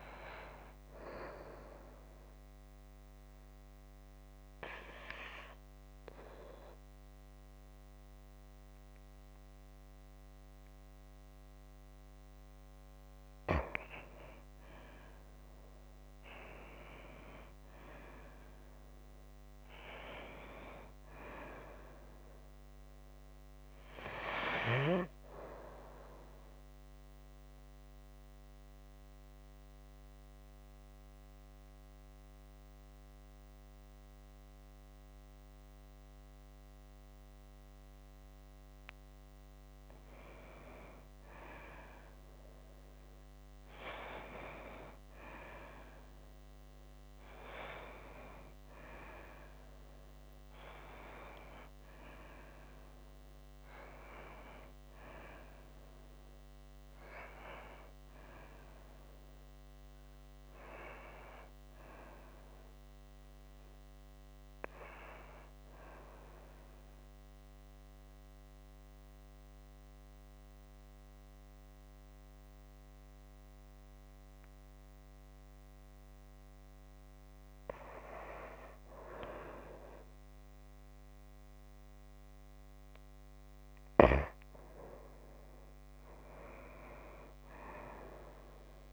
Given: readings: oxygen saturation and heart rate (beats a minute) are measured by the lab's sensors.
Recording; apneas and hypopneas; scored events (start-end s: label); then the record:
breathing in sleep by a microphone on the trachea; 3
1.50-13.50 s: obstructive apnea (oxygen 97% before, 92% lowest, heart rate 58 before, 55 extreme, up 3 after)
15.50-19.50 s: arousal
26.50-39.00 s: obstructive apnea (oxygen 98% before, 92% lowest, heart rate 57 before, 56 extreme, up 0 after)
42.00-45.50 s: arousal
49.50-80.50 s: oxygen desaturation (device-marked, oxygen 95% before, 92% lowest, heart rate 58 before, 53 extreme)
66.00-78.00 s: obstructive apnea (oxygen 95% before, 92% lowest, heart rate 61 before, 53 extreme, up 2 after)
80.50-84.50 s: arousal
From the record:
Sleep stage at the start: N2 (light sleep); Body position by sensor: on the back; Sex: female